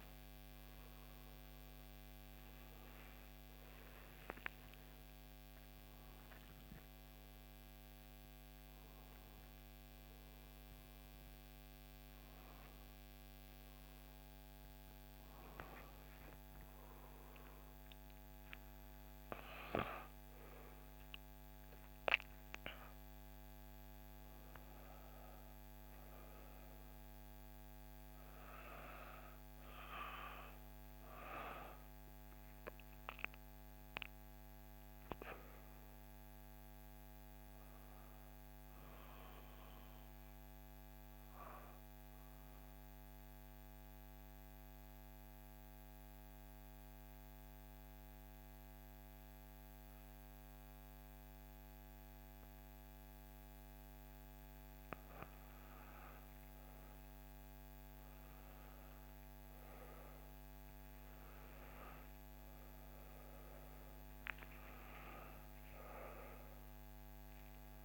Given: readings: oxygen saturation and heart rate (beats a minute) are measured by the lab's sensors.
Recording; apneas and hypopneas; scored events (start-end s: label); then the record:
breathing in sleep by a microphone on the trachea; 1
2.50-7.00 s: arousal
22.50-67.85 s: new sleep stage, N2 (light sleep)
42.50-55.00 s: obstructive apnea (oxygen 96% before, 90% lowest, heart rate 64 before, 60 extreme, up 4 after)
56.50-67.85 s: oxygen desaturation (device-marked, oxygen 96% before, 90% lowest, heart rate 62 before, 60 extreme)
58.00-62.00 s: arousal
From the record:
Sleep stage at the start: N1 (lightest sleep); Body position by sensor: on the back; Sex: female